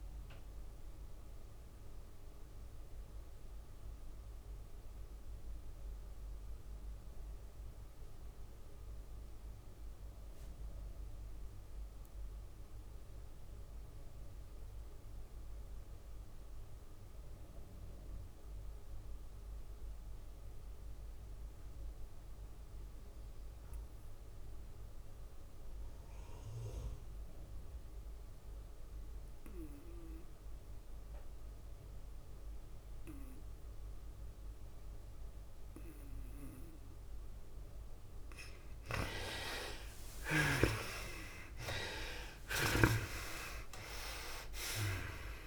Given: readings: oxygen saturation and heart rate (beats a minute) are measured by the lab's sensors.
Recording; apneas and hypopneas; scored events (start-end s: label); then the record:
breathing in sleep by a room microphone; 1
0.00-10.00 s: oxygen desaturation (device-marked, oxygen 74% lowest, heart rate 90 extreme)
0.00-15.00 s: tachycardia (device-marked, heart rate 122 extreme)
1.50-38.50 s: obstructive apnea (oxygen 98% before, 54% lowest, heart rate 111 before, 83 extreme, up 28 after)
12.00-45.47 s: oxygen desaturation (device-marked, oxygen 84% before, 54% lowest, heart rate 107 before, 83 extreme)
19.00-30.00 s: drop in pulse transit time (device-marked, heart rate 105 before, 95 extreme)
33.50-35.50 s: long interval between heartbeats (device-marked, heart rate 98 before, 88 extreme)
40.00-43.50 s: arousal
41.00-45.47 s: tachycardia (device-marked, heart rate 105 before, 118 extreme)
44.00-45.47 s: drop in pulse transit time (device-marked, heart rate 92 before, 106 extreme)
From the record:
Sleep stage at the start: REM sleep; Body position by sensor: on the back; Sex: female